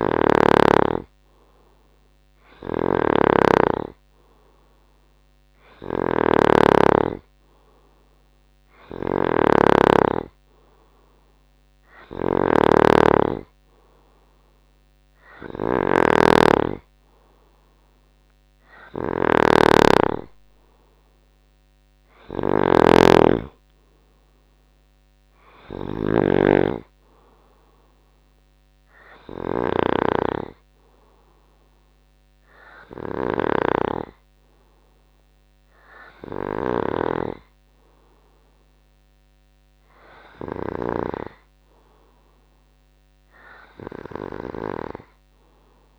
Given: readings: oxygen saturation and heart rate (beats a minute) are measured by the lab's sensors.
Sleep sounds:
breathing in sleep by a microphone on the trachea; none
2.50-37.00 s: snoring (device-marked)
From the record:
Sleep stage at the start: N3 (deep sleep); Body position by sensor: on the right side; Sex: male

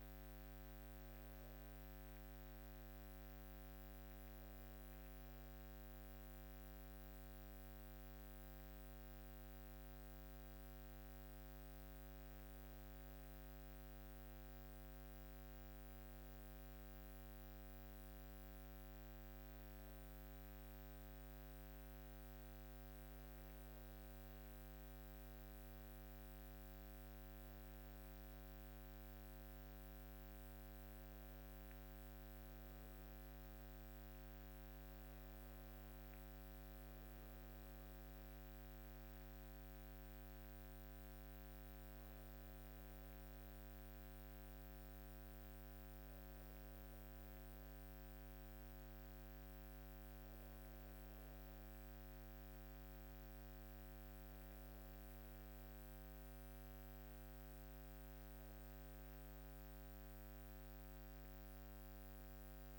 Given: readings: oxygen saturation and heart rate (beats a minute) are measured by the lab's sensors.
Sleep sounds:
breathing in sleep, hard to hear, by a microphone on the trachea; none
none scored
From the record:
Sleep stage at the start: N2 (light sleep); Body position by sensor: on the back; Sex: female

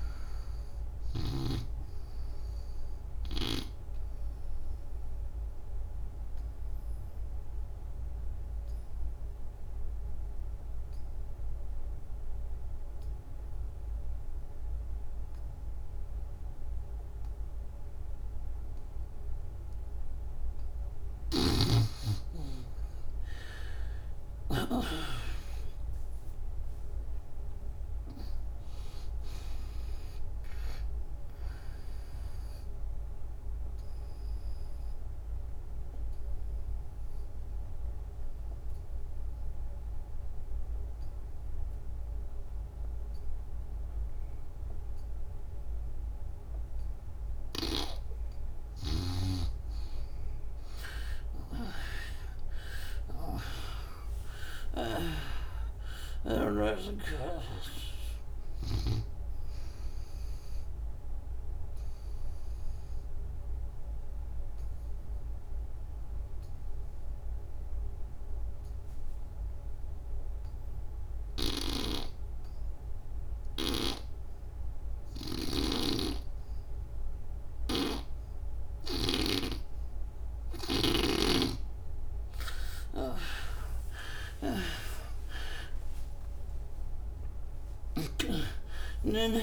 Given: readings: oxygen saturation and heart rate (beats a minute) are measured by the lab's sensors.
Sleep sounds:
breathing in sleep by a room microphone; 3
0.00-12.00 s: oxygen desaturation (device-marked, oxygen 81% lowest, heart rate 70 extreme)
4.00-20.00 s: obstructive apnea (oxygen 98% before, 77% lowest, heart rate 75 before, 68 extreme, up 19 after)
21.00-24.50 s: snoring (device-marked)
24.00-27.50 s: arousal
26.00-50.00 s: oxygen desaturation (device-marked, oxygen 96% before, 77% lowest, heart rate 74 before, 66 extreme)
33.00-47.50 s: obstructive apnea (oxygen 97% before, 77% lowest, heart rate 81 before, 66 extreme, up 24 after)
50.00-54.50 s: arousal
52.00-70.00 s: oxygen desaturation (device-marked, oxygen 96% before, 80% lowest, heart rate 75 before, 62 extreme)
61.50-79.50 s: obstructive apnea (oxygen 96% before, 79% lowest, heart rate 77 before, 62 extreme, up 26 after)
75.00-79.00 s: snoring (device-marked)
84.00-89.00 s: arousal
87.50-89.43 s: snoring (device-marked)
From the record:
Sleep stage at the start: N2 (light sleep); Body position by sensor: on the back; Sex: female

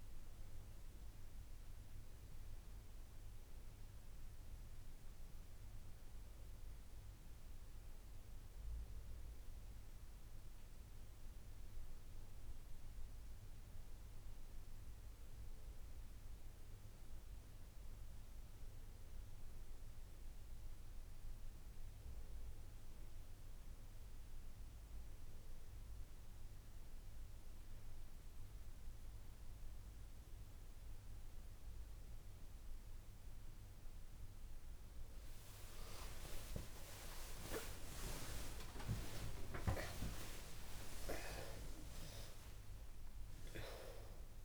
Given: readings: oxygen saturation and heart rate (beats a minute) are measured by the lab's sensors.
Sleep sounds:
breathing in sleep by a room microphone; none
36.00-41.50 s: arousal
From the record:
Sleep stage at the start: N2 (light sleep); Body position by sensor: on the back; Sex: female

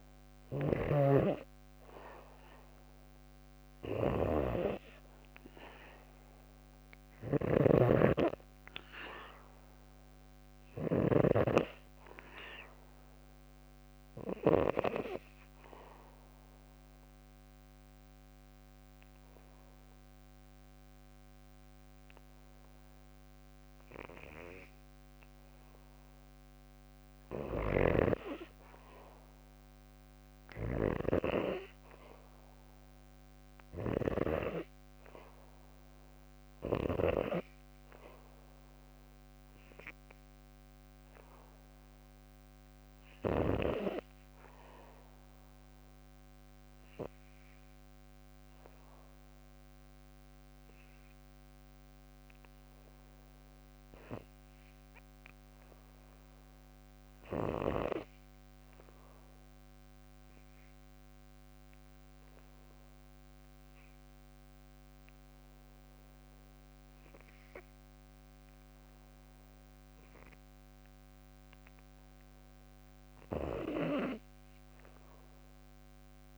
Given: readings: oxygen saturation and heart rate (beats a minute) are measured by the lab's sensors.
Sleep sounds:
breathing in sleep by a microphone on the trachea; 2
0.00-10.50 s: snoring (device-marked)
0.00-16.50 s: oxygen desaturation (device-marked, oxygen 79% lowest, heart rate 59 extreme)
14.00-26.50 s: obstructive apnea (oxygen 90% before, 77% lowest, heart rate 62 before, 59 extreme, up 1 after)
26.50-30.00 s: snoring (device-marked)
29.00-33.50 s: arousal
35.50-52.50 s: oxygen desaturation (device-marked, oxygen 94% before, 85% lowest, heart rate 60 before, 58 extreme)
44.50-72.00 s: obstructive apnea (oxygen 94% before, 68% lowest, heart rate 60 before, 58 extreme, up 3 after)
60.50-76.38 s: oxygen desaturation (device-marked, oxygen 91% before, 68% lowest, heart rate 60 before, 59 extreme)
74.00-76.38 s: arousal
From the record:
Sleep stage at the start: REM sleep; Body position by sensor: on the back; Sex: female

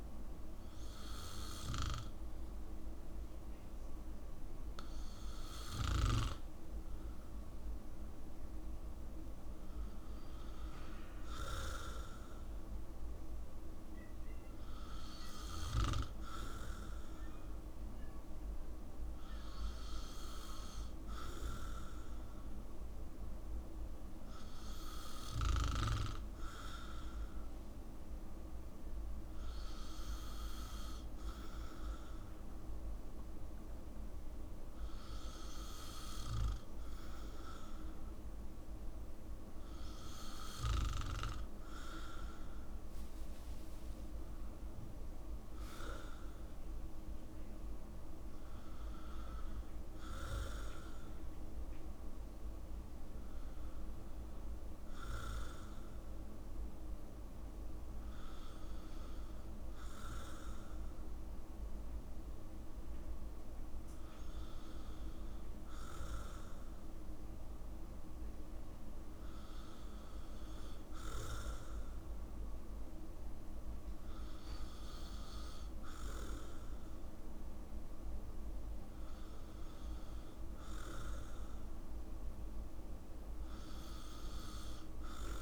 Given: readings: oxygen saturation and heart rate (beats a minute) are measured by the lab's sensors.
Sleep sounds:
breathing in sleep by a room microphone; 1
42.50-46.50 s: arousal
51.00-68.50 s: obstructive apnea (oxygen 95% before, 93% lowest, heart rate 67 before, 61 extreme, up 5 after)
71.00-73.50 s: arousal
From the record:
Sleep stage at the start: N2 (light sleep); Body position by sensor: on the back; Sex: male

